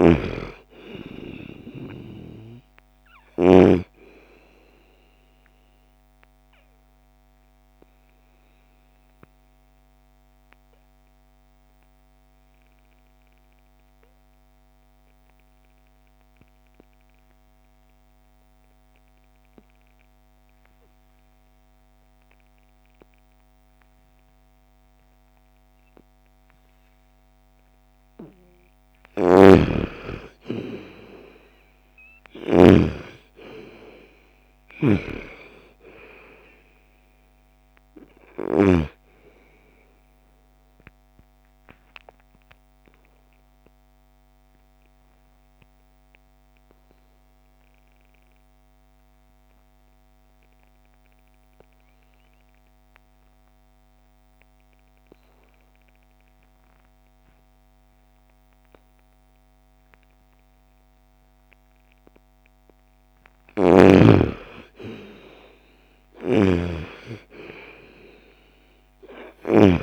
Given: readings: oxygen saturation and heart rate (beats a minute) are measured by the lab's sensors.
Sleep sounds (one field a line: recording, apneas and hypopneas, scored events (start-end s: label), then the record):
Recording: breathing in sleep by a microphone on the trachea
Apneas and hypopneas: 2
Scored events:
0.00-3.00 s: snoring (device-marked)
0.00-15.00 s: oxygen desaturation (device-marked, oxygen 85% lowest, heart rate 49 extreme)
5.50-27.00 s: obstructive apnea (oxygen 98% before, 83% lowest, heart rate 64 before, 49 extreme, up 18 after)
23.00-52.00 s: oxygen desaturation (device-marked, oxygen 98% before, 84% lowest, heart rate 59 before, 53 extreme)
28.50-32.00 s: snoring (device-marked)
29.00-33.00 s: arousal
34.00-38.00 s: snoring (device-marked)
39.50-62.50 s: obstructive apnea (oxygen 98% before, 83% lowest, heart rate 61 before, 53 extreme, up 24 after)
60.00-69.83 s: oxygen desaturation (device-marked, oxygen 99% before, 83% lowest, heart rate 60 before, 47 extreme)
62.50-69.00 s: snoring (device-marked)
64.00-67.50 s: arousal
From the record:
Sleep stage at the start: N2 (light sleep)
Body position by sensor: on the right side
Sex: female